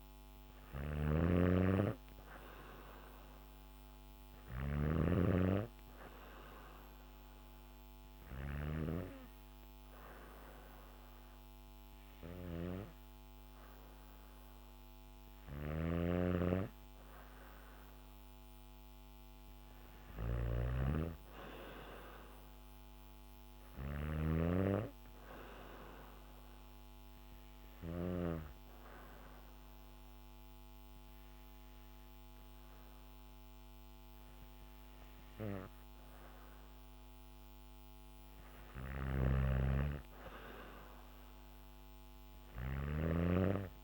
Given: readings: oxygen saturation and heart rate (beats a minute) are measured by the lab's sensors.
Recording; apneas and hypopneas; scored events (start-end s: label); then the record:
breathing in sleep by a microphone on the trachea; none
0.00-27.50 s: snoring (device-marked)
38.00-43.84 s: snoring (device-marked)
From the record:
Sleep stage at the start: N2 (light sleep); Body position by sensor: on the back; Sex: female